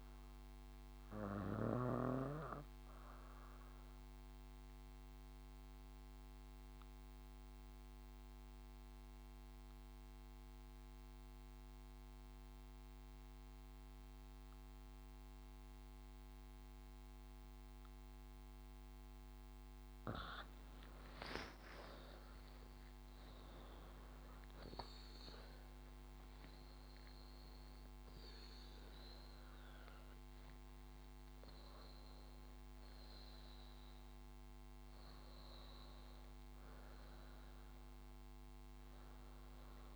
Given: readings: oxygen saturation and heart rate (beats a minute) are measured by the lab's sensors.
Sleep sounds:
breathing in sleep by a microphone on the trachea; 1
0.00-2.50 s: snoring (device-marked)
0.00-39.96 s: oxygen desaturation (device-marked, oxygen 78% lowest, heart rate 63 extreme)
6.50-21.00 s: mixed apnea (oxygen 96% before, 78% lowest, heart rate 69 before, 66 extreme, up 17 after)
21.50-27.00 s: arousal
From the record:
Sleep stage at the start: N2 (light sleep); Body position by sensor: on the back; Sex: female

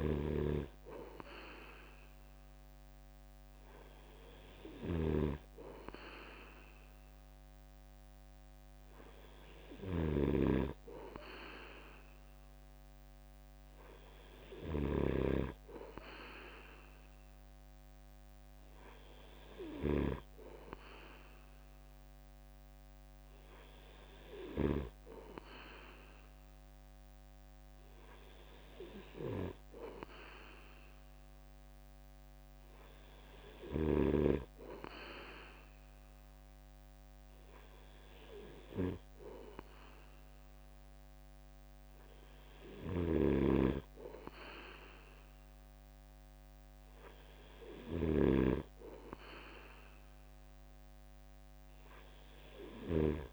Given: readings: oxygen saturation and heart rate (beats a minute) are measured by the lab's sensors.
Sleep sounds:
breathing in sleep by a microphone on the trachea; none
0.00-20.00 s: snoring (device-marked)
42.50-53.00 s: snoring (device-marked)
From the record:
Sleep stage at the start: N3 (deep sleep); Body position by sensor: on the right side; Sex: male

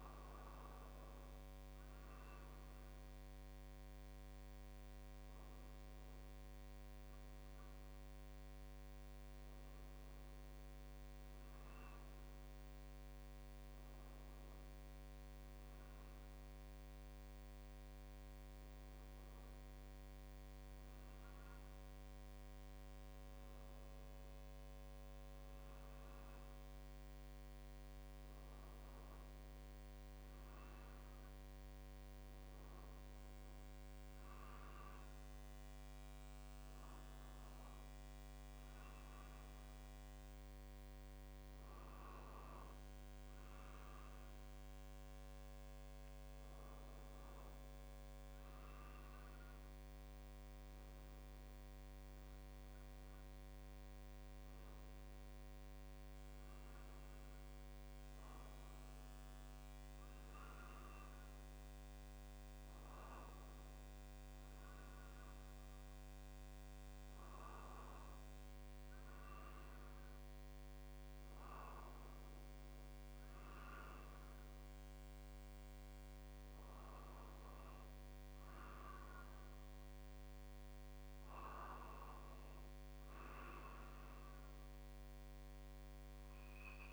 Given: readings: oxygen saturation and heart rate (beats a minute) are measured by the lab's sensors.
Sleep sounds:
breathing in sleep, hard to hear, by a microphone on the trachea; none
none scored
From the record:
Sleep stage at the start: N2 (light sleep); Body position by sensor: on the right side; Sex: male

